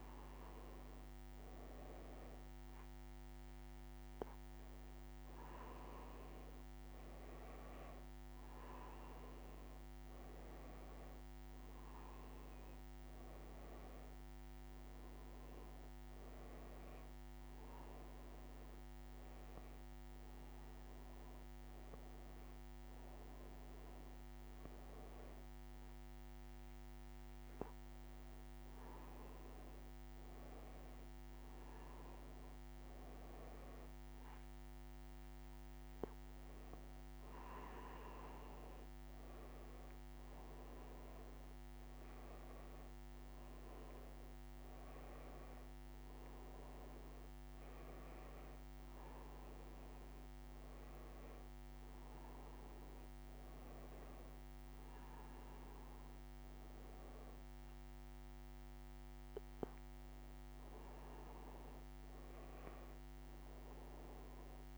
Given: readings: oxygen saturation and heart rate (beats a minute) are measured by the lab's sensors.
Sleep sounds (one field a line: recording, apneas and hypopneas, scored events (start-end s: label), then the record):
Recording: breathing in sleep, hard to hear, by a microphone on the trachea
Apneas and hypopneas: none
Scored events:
none scored
From the record:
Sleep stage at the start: N2 (light sleep)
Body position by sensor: on the back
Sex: female